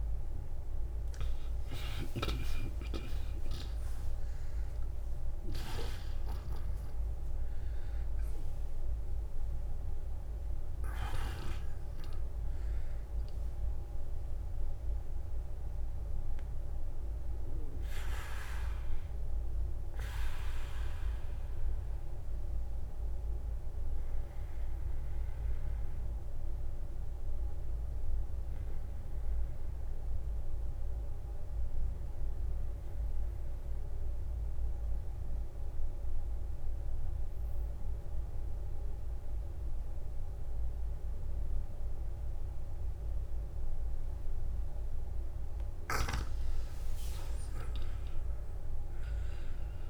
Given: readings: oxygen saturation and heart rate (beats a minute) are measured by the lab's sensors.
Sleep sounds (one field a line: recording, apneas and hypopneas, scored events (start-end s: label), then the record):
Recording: breathing in sleep by a room microphone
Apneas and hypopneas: 1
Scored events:
1.50-6.00 s: arousal
9.00-11.00 s: long interval between heartbeats (device-marked, heart rate 62 before, 62 extreme)
9.00-44.00 s: obstructive apnea (oxygen 95% before, 87% lowest, heart rate 62 before, 42 extreme, up 13 after)
14.00-16.00 s: long interval between heartbeats (device-marked, heart rate 62 before, 54 extreme)
17.00-34.00 s: oxygen desaturation (device-marked, oxygen 94% before, 87% lowest, heart rate 60 before, 44 extreme)
19.50-21.50 s: long interval between heartbeats (device-marked, heart rate 60 before, 54 extreme)
24.00-26.00 s: long interval between heartbeats (device-marked, heart rate 57 before, 56 extreme)
47.50-49.90 s: arousal
From the record:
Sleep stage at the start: N2 (light sleep)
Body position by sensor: on the back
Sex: male